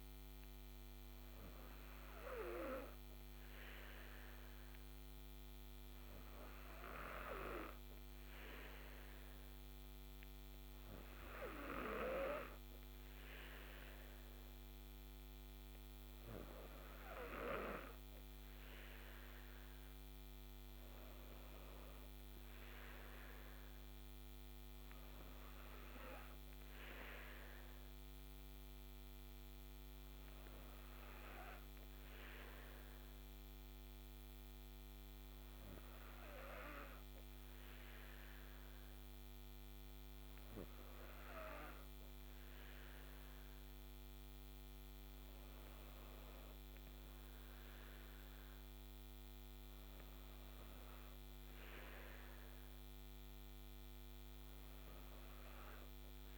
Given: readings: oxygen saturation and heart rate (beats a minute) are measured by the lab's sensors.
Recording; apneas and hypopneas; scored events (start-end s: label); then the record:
breathing in sleep by a microphone on the trachea; none
none scored
From the record:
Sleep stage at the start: N2 (light sleep); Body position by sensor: on the back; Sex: female